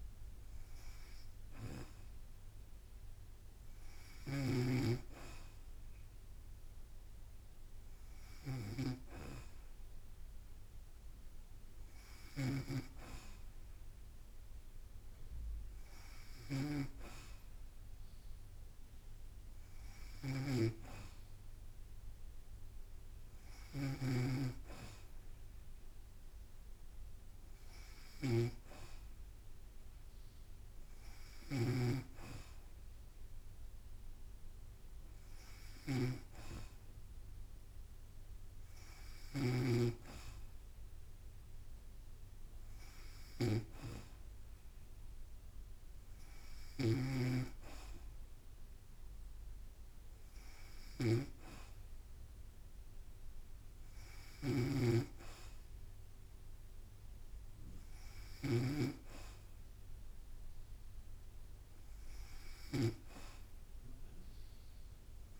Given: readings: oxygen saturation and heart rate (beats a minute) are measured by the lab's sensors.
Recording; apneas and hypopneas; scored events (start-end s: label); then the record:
breathing in sleep by a room microphone; none
0.00-2.50 s: drop in pulse transit time (device-marked, heart rate 56 extreme)
4.00-39.50 s: snoring (device-marked)
46.50-65.40 s: snoring (device-marked)
From the record:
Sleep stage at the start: N2 (light sleep); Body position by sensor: on the back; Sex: female